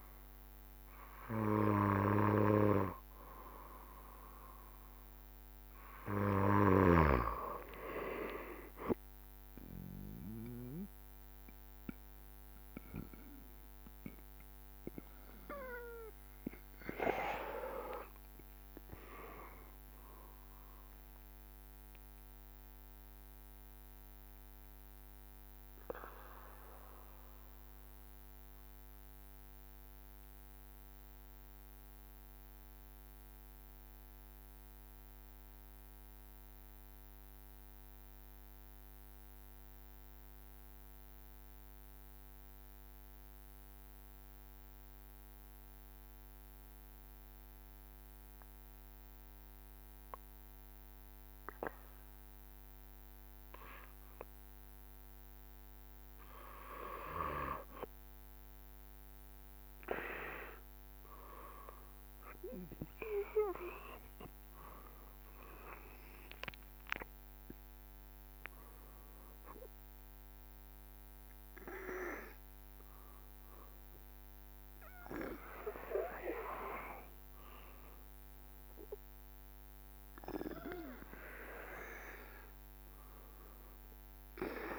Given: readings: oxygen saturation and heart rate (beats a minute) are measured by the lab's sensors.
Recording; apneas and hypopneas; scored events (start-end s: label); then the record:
breathing in sleep by a microphone on the trachea; 1
8.50-10.50 s: long interval between heartbeats (device-marked, heart rate 69 before, 61 extreme)
8.50-21.50 s: drop in pulse transit time (device-marked, heart rate 69 before, 61 extreme)
19.00-22.00 s: arousal
24.00-54.00 s: obstructive apnea (oxygen 95% before, 94% lowest, heart rate 73 before, 64 extreme, up 5 after)
57.00-60.50 s: arousal
63.50-76.50 s: drop in pulse transit time (device-marked, heart rate 71 before, 70 extreme)
From the record:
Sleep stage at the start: N2 (light sleep); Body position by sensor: on the back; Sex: male